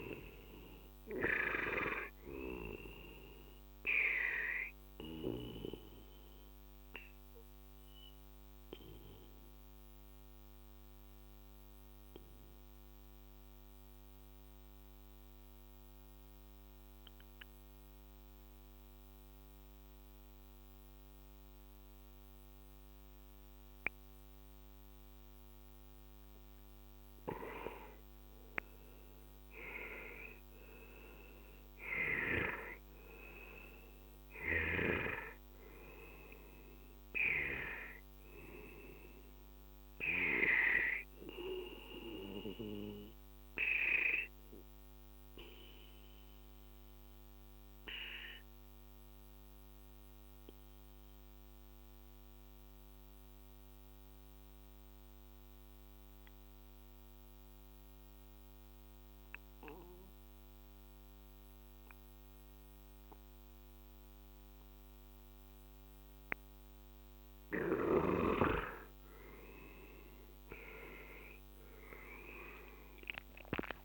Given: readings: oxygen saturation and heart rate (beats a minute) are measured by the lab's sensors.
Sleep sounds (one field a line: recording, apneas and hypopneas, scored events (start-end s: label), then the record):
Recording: breathing in sleep by a microphone on the trachea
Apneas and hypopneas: 2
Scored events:
0.00-23.00 s: oxygen desaturation (device-marked, oxygen 90% lowest, heart rate 41 extreme)
2.50-26.00 s: obstructive apnea (oxygen 95% before, 90% lowest, heart rate 52 before, 41 extreme, up 10 after)
27.50-32.00 s: arousal
34.00-50.00 s: oxygen desaturation (device-marked, oxygen 98% before, 91% lowest, heart rate 50 before, 41 extreme)
41.50-67.50 s: obstructive apnea (oxygen 98% before, 90% lowest, heart rate 53 before, 41 extreme, up 17 after)
68.00-73.85 s: oxygen desaturation (device-marked, oxygen 97% before, 90% lowest, heart rate 45 before, 41 extreme)
69.00-73.50 s: arousal
From the record:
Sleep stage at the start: N2 (light sleep)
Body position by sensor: on the left side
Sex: male